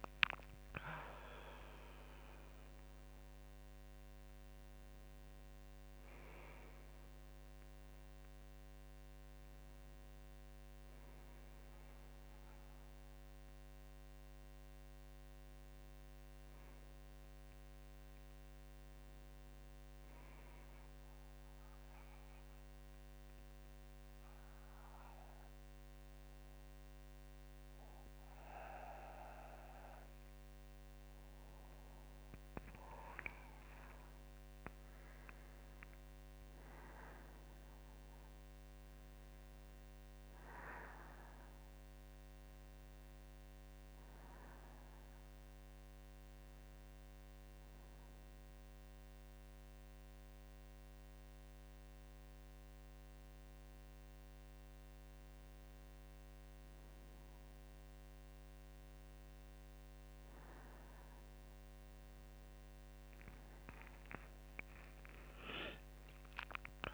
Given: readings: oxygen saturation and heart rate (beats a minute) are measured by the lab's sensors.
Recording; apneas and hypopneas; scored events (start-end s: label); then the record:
breathing in sleep by a microphone on the trachea; 2
19.00-30.00 s: hypopnea (oxygen 98% before, 93% lowest, heart rate 65 before, 61 extreme, up 5 after)
28.00-48.00 s: oxygen desaturation (device-marked, oxygen 98% before, 93% lowest, heart rate 64 before, 61 extreme)
32.00-36.00 s: arousal
46.50-56.50 s: hypopnea (oxygen 98% before, 95% lowest, heart rate 67 before, 61 extreme, up 9 after)
61.50-66.00 s: arousal
From the record:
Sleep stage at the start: N1 (lightest sleep); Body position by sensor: on the back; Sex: female